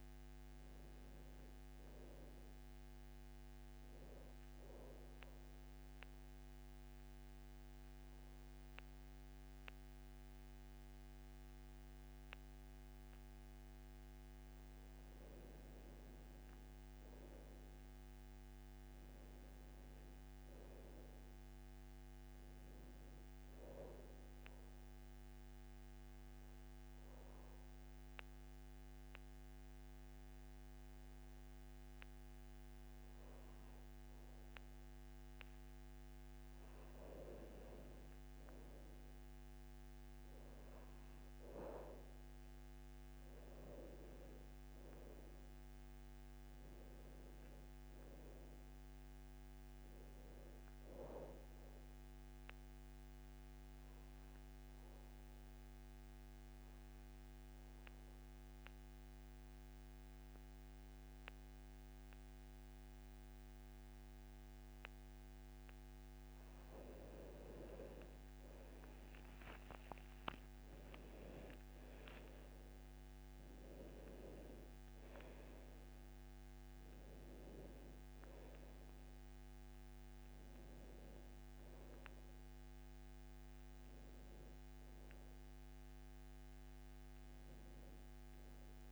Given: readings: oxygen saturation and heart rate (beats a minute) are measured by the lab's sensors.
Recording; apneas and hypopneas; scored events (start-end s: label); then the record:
breathing in sleep by a microphone on the trachea; 3
0.00-8.50 s: oxygen desaturation (device-marked, oxygen 86% lowest, heart rate 63 extreme)
4.50-15.50 s: obstructive apnea (oxygen 97% before, 86% lowest, heart rate 72 before, 63 extreme, up 5 after)
17.50-21.50 s: arousal
25.50-36.50 s: obstructive apnea (oxygen 99% before, 88% lowest, heart rate 70 before, 64 extreme, up 6 after)
25.50-36.50 s: oxygen desaturation (device-marked, oxygen 98% before, 94% lowest, heart rate 70 before, 64 extreme)
38.50-42.00 s: arousal
42.50-55.50 s: oxygen desaturation (device-marked, oxygen 98% before, 92% lowest, heart rate 67 before, 67 extreme)
52.50-66.50 s: obstructive apnea (oxygen 98% before, 88% lowest, heart rate 70 before, 68 extreme, up 19 after)
67.50-71.50 s: arousal
69.50-88.92 s: oxygen desaturation (device-marked, oxygen 97% before, 88% lowest, heart rate 69 before, 74 extreme)
From the record:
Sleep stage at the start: N2 (light sleep); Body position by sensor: on the back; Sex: male